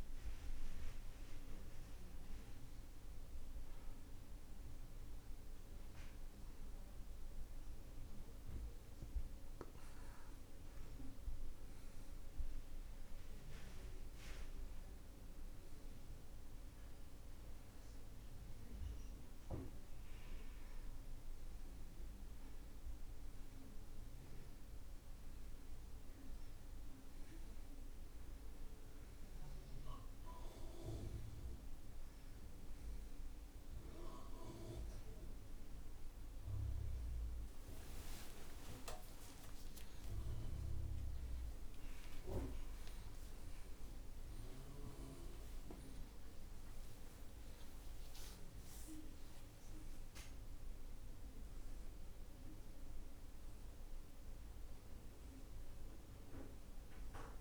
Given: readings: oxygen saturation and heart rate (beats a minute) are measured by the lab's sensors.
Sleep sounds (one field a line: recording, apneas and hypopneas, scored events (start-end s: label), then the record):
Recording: a person awake in a sleep study, by a room microphone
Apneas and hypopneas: none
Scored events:
none scored
From the record:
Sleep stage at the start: awake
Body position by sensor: on the right side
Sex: male